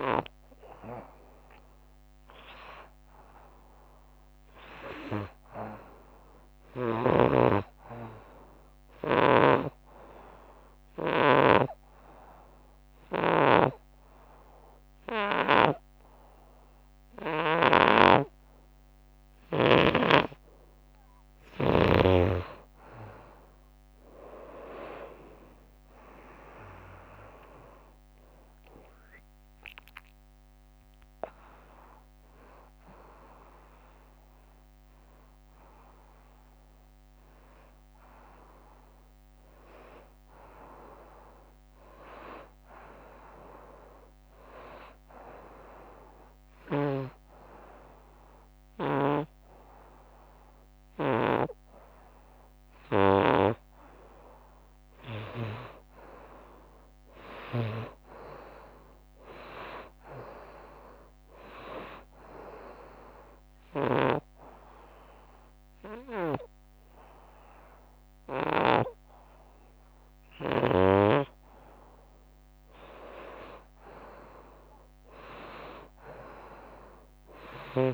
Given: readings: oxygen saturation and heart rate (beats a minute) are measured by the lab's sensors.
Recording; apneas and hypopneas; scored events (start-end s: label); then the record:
breathing in sleep by a microphone on the trachea; 4
0.00-6.50 s: oxygen desaturation (device-marked, oxygen 90% lowest, heart rate 85 extreme)
9.00-13.50 s: snoring (device-marked)
11.00-21.00 s: obstructive apnea (oxygen 95% before, 82% lowest, heart rate 91 before, 85 extreme, up 3 after)
18.00-22.00 s: snoring (device-marked)
22.50-26.00 s: arousal
23.50-50.50 s: oxygen desaturation (device-marked, oxygen 92% before, 82% lowest, heart rate 89 before, 85 extreme)
28.00-39.00 s: hypopnea (oxygen 94% before, 82% lowest, heart rate 88 before, 85 extreme, up 0 after)
40.50-43.00 s: arousal
45.00-55.50 s: obstructive apnea (oxygen 92% before, 83% lowest, heart rate 95 before, 84 extreme, up 3 after)
46.50-55.50 s: snoring (device-marked)
57.50-60.50 s: arousal
57.50-68.50 s: snoring (device-marked)
63.50-73.50 s: obstructive apnea (oxygen 96% before, 87% lowest, heart rate 91 before, 84 extreme, up 8 after)
63.50-75.50 s: oxygen desaturation (device-marked, oxygen 96% before, 89% lowest, heart rate 91 before, 84 extreme)
74.50-77.00 s: arousal
From the record:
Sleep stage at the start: N2 (light sleep); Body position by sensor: on the front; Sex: female